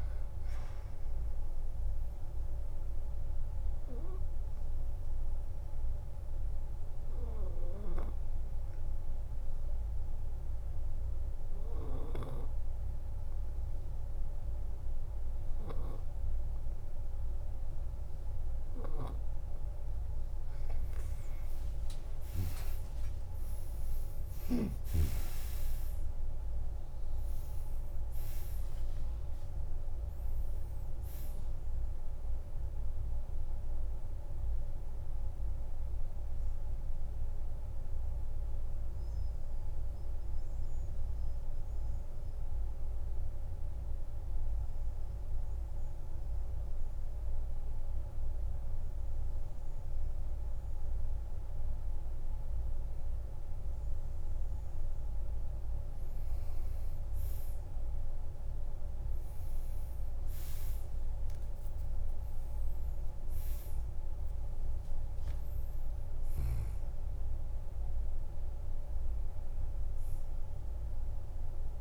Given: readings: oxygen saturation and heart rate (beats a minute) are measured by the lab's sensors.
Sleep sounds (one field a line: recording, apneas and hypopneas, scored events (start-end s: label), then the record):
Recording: breathing in sleep by a room microphone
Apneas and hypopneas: 2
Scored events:
1.50-17.50 s: obstructive apnea (oxygen 98% before, 91% lowest, heart rate 53 before, 46 extreme)
20.00-26.00 s: tachycardia (device-marked, heart rate 67 before, 118 extreme)
21.50-25.00 s: arousal
22.50-24.50 s: long interval between heartbeats (device-marked, heart rate 50 before, 92 extreme)
23.00-53.00 s: oxygen desaturation (device-marked, oxygen 96% before, 91% lowest, heart rate 52 before, 45 extreme)
24.50-26.50 s: long interval between heartbeats (device-marked, heart rate 55 before, 116 extreme)
38.50-54.50 s: mixed apnea (oxygen 97% before, 91% lowest, heart rate 79 before, 47 extreme, up 41 after)
60.50-65.50 s: arousal
61.00-67.00 s: tachycardia (device-marked, heart rate 65 before, 147 extreme)
61.50-63.50 s: long interval between heartbeats (device-marked, heart rate 50 before, 85 extreme)
64.00-71.81 s: oxygen desaturation (device-marked, oxygen 99% before, 95% lowest, heart rate 56 before, 47 extreme)
66.00-68.00 s: long interval between heartbeats (device-marked, heart rate 65 before, 134 extreme)
From the record:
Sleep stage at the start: N2 (light sleep)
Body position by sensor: on the back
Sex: male